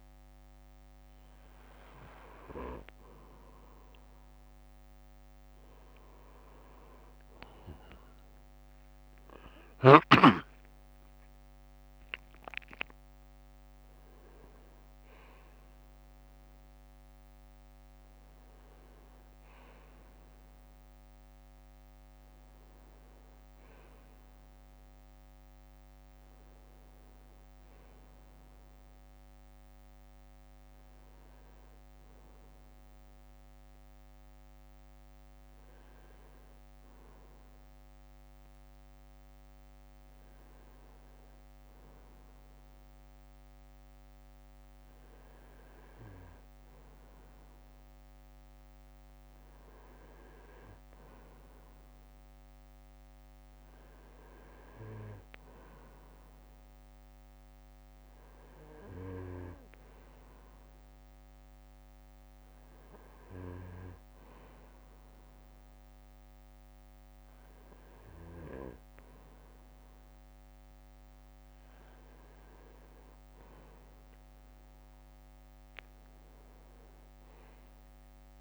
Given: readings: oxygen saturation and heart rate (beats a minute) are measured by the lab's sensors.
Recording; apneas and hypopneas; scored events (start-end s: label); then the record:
breathing in sleep by a microphone on the trachea; none
9.00-12.50 s: arousal
53.50-60.50 s: bradycardia (device-marked, heart rate 67 before, 50 extreme)
73.50-78.41 s: arousal
From the record:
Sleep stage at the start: N2 (light sleep); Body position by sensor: on the back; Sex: male